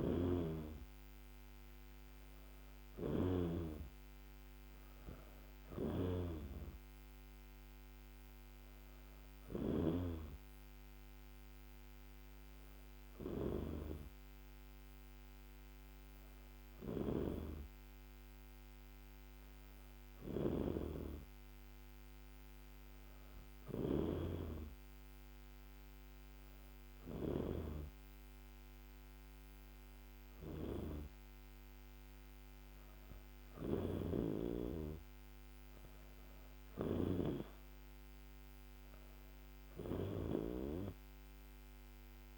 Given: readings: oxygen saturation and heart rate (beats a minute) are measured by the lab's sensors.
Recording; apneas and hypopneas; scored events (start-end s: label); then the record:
breathing in sleep by a microphone on the trachea; none
0.00-3.50 s: snoring (device-marked)
23.50-27.50 s: snoring (device-marked)
From the record:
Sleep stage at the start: N2 (light sleep); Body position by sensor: on the back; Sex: female